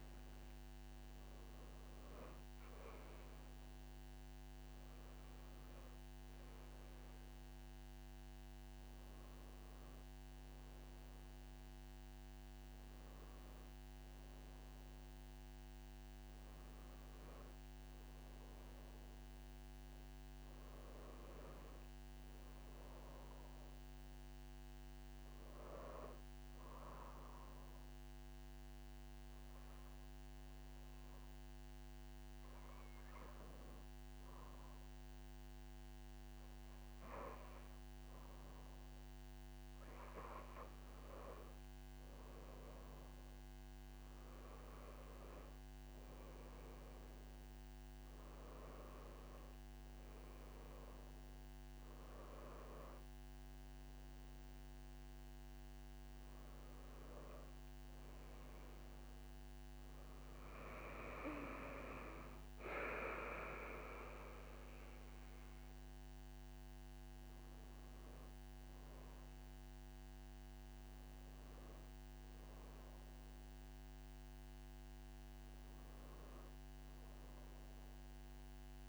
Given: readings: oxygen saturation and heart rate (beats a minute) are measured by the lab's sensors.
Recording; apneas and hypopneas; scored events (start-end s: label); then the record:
breathing in sleep by a microphone on the trachea; 1
0.00-6.50 s: oxygen desaturation (device-marked, oxygen 92% lowest)
16.50-19.50 s: arousal
25.50-39.00 s: obstructive apnea (oxygen 98% before, 94% lowest)
40.50-43.50 s: arousal
From the record:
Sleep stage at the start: N2 (light sleep); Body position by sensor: on the back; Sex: female